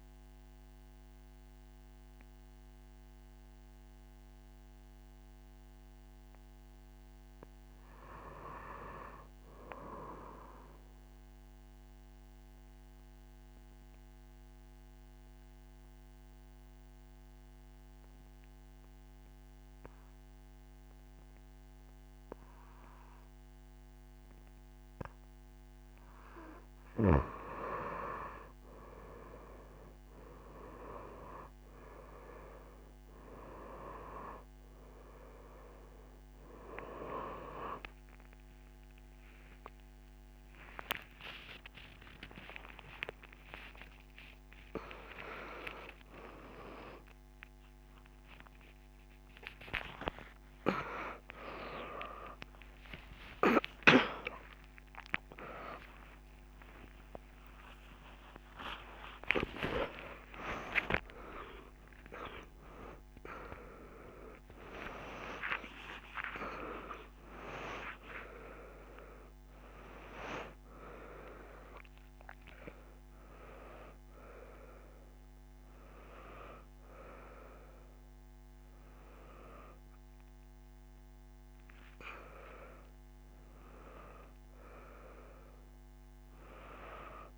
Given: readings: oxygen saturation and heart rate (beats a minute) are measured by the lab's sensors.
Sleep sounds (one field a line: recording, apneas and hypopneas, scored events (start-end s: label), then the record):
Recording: a person partly awake in a sleep study, by a microphone on the trachea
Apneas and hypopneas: 1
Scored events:
0.00-9.00 s: oxygen desaturation (device-marked, oxygen 87% lowest)
11.00-26.50 s: obstructive apnea (oxygen 98% before, 89% lowest)
35.00-45.00 s: oxygen desaturation (device-marked, oxygen 96% before, 91% lowest)
44.00-87.37 s: new sleep stage, awake
63.00-79.00 s: oxygen desaturation (device-marked, oxygen 92% before, 89% lowest)
From the record:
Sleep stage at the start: N2 (light sleep)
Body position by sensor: on the back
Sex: female